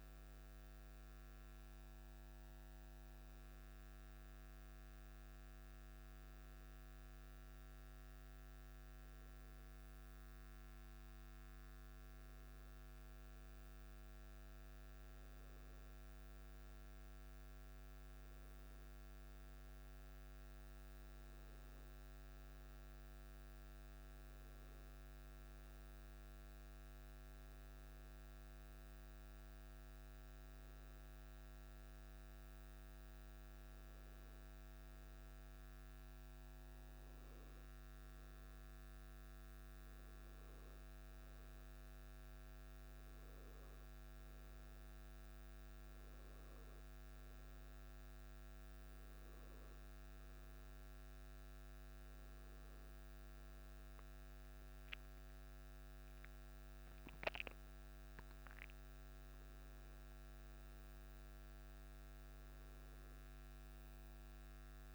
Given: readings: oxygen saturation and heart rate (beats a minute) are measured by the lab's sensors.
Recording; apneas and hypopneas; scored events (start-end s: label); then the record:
breathing in sleep, hard to hear, by a microphone on the trachea; none
55.50-60.00 s: arousal
From the record:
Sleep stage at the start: N1 (lightest sleep); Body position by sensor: on the back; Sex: male